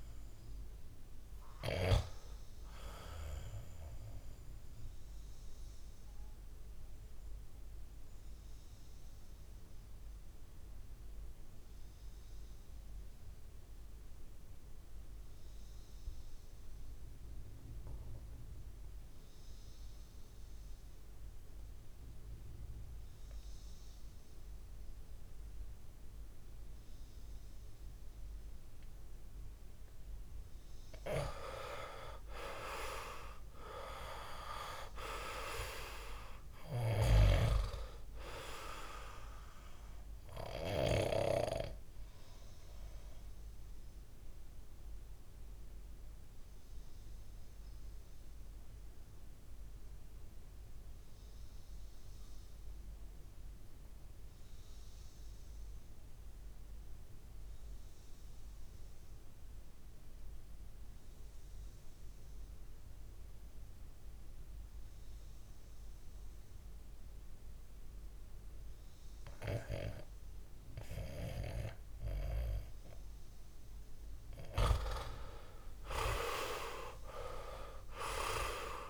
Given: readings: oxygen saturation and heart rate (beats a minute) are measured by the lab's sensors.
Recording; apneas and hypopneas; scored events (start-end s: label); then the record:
breathing in sleep by a room microphone; 2
5.50-28.50 s: obstructive apnea (oxygen 99% before, 90% lowest, heart rate 69 before, 59 extreme, up 7 after)
21.00-60.00 s: oxygen desaturation (device-marked, oxygen 97% before, 90% lowest, heart rate 66 before, 56 extreme)
31.00-35.00 s: arousal
43.00-74.00 s: mixed apnea (oxygen 97% before, 90% lowest, heart rate 66 before, 53 extreme, up 14 after)
74.00-78.89 s: oxygen desaturation (device-marked, oxygen 98% before, 91% lowest, heart rate 60 before, 53 extreme)
75.50-78.89 s: arousal
From the record:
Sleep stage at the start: REM sleep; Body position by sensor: on the back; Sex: male